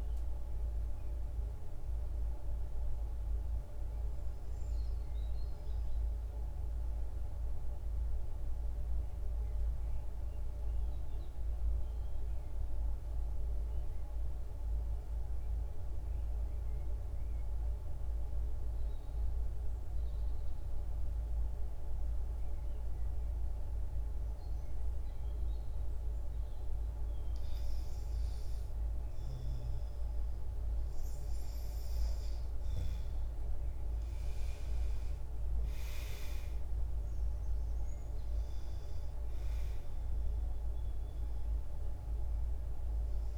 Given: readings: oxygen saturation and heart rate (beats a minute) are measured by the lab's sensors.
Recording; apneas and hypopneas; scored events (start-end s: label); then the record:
breathing in sleep, hard to hear, by a room microphone; 1
4.50-27.00 s: obstructive apnea (oxygen 96% before, 84% lowest, heart rate 58 before, 55 extreme, up 5 after)
18.00-43.38 s: oxygen desaturation (device-marked, oxygen 97% before, 84% lowest, heart rate 55 before, 55 extreme)
30.00-35.00 s: arousal
From the record:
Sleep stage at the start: REM sleep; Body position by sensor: on the back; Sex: female